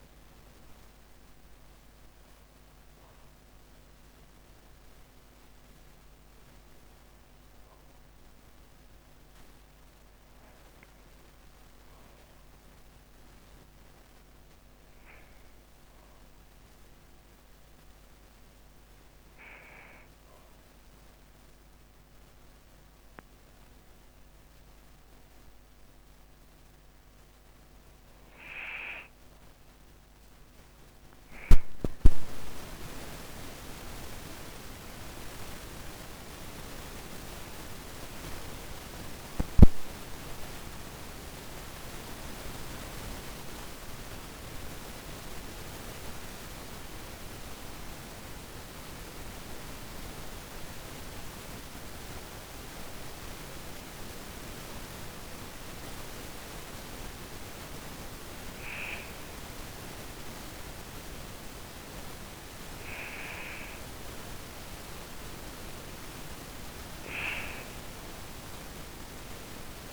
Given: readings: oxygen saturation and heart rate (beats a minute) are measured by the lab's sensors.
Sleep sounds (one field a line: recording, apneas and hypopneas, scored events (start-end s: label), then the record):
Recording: breathing in sleep by a microphone on the trachea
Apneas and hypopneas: 2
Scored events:
14.50-28.50 s: obstructive apnea (oxygen 99% before, 94% lowest)
29.50-34.00 s: arousal
44.00-56.50 s: obstructive apnea (oxygen 98% before, 94% lowest)
49.50-69.93 s: new sleep stage, N2 (light sleep)
59.00-63.00 s: arousal
66.50-69.93 s: oxygen desaturation (device-marked, oxygen 98% before, 94% lowest)
From the record:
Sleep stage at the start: N1 (lightest sleep)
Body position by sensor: on the back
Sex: female